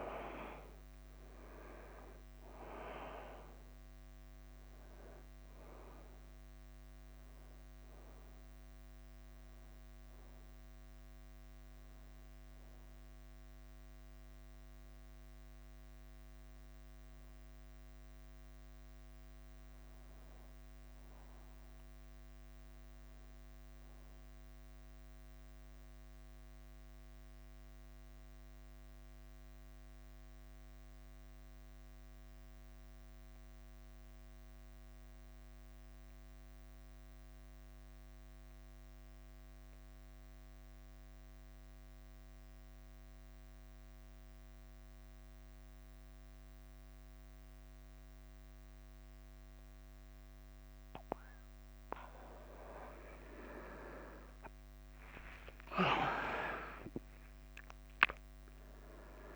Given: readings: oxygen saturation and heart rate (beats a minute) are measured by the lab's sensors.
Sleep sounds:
breathing in sleep by a microphone on the trachea; 1
0.00-28.50 s: oxygen desaturation (device-marked, oxygen 92% lowest, heart rate 50 extreme)
0.00-54.50 s: bradycardia (device-marked, heart rate 50 extreme)
23.00-26.50 s: arousal
30.00-51.50 s: mixed apnea (oxygen 98% before, 90% lowest, heart rate 53 before, 50 extreme, up 12 after)
48.50-59.36 s: oxygen desaturation (device-marked, oxygen 100% before, 92% lowest, heart rate 52 before, 49 extreme)
53.00-57.00 s: arousal
From the record:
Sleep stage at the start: N2 (light sleep); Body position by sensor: on the back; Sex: male

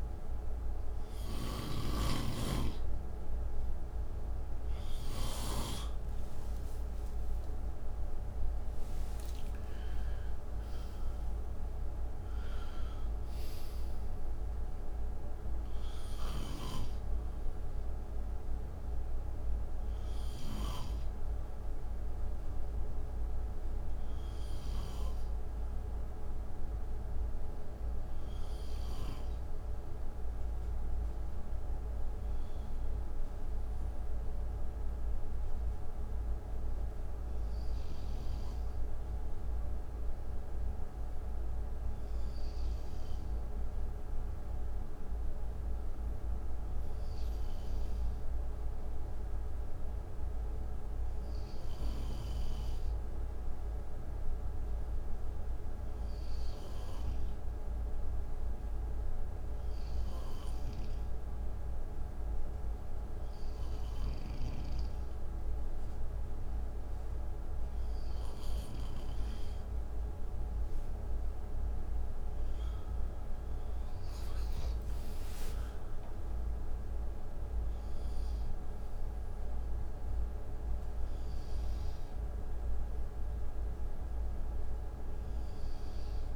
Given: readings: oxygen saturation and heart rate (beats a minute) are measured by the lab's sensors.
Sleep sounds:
breathing in sleep, hard to hear, by a room microphone; none
0.00-5.00 s: snoring (device-marked)
5.00-8.50 s: arousal
15.50-28.50 s: snoring (device-marked)
From the record:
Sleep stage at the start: N2 (light sleep); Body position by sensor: on the right side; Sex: male

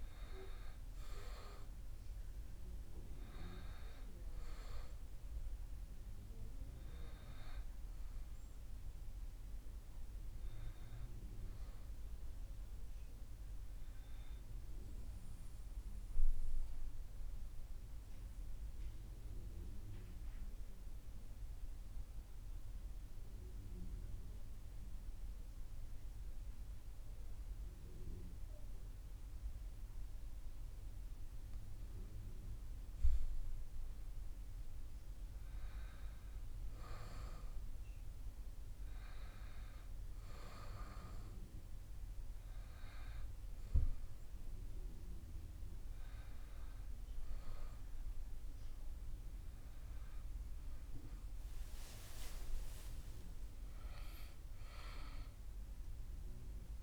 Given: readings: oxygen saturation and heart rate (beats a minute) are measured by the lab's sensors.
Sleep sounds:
breathing in sleep by a room microphone; 1
0.00-12.50 s: oxygen desaturation (device-marked, oxygen 95% lowest)
15.50-30.50 s: obstructive apnea (oxygen 98% before, 95% lowest)
32.50-36.00 s: arousal
From the record:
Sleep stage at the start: REM sleep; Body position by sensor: on the back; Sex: male

